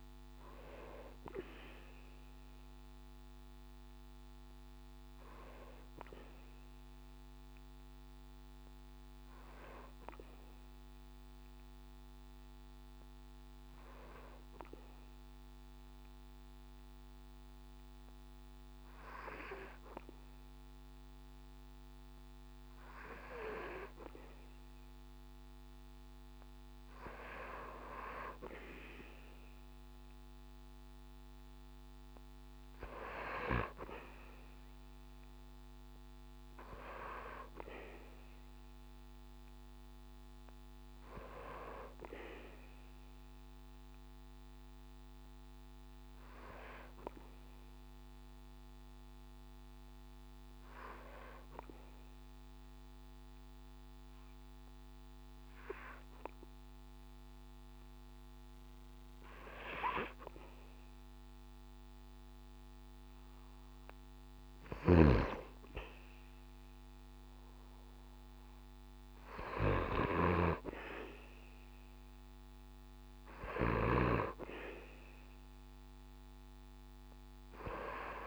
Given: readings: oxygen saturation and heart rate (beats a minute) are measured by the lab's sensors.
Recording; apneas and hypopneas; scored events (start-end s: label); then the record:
breathing in sleep by a microphone on the trachea; 2
11.00-23.00 s: hypopnea (oxygen 98% before, 95% lowest, heart rate 70 before, 64 extreme, up 6 after)
29.50-33.50 s: arousal
45.50-59.50 s: hypopnea (oxygen 98% before, 94% lowest, heart rate 69 before, 66 extreme, up 4 after)
61.50-64.50 s: arousal
From the record:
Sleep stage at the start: N2 (light sleep); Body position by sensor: on the back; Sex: male